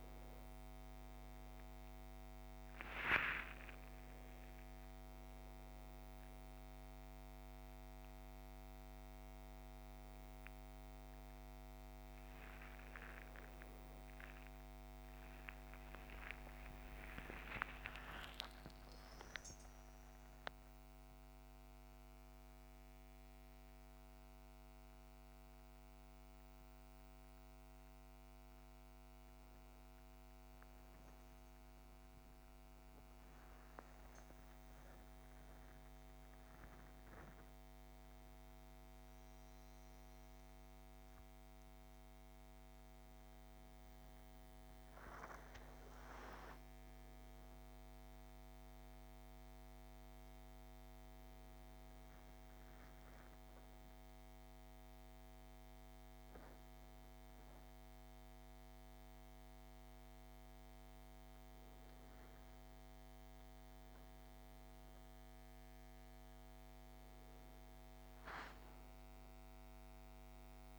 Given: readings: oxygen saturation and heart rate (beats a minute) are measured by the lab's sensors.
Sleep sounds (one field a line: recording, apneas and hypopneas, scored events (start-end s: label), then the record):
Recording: a person awake in a sleep study, by a microphone on the trachea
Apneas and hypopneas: none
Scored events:
none scored
From the record:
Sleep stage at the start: awake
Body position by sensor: on the front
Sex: male